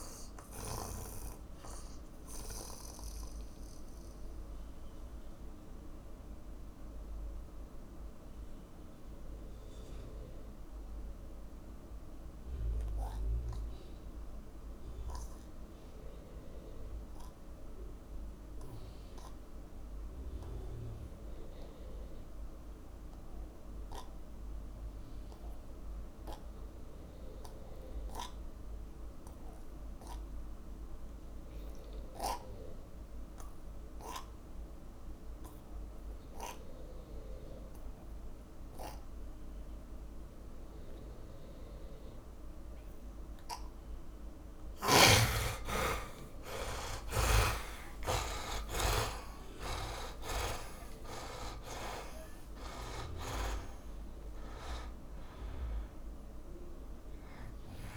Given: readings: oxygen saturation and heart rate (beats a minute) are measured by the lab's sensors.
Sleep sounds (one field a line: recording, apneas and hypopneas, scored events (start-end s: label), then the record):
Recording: breathing in sleep by a room microphone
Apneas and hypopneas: 1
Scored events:
0.00-18.00 s: oxygen desaturation (device-marked, oxygen 77% lowest)
3.00-43.50 s: hypopnea (oxygen 100% before, 74% lowest)
23.00-57.97 s: oxygen desaturation (device-marked, oxygen 100% before, 74% lowest)
47.50-52.00 s: arousal
From the record:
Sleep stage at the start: N2 (light sleep)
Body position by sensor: on the back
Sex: male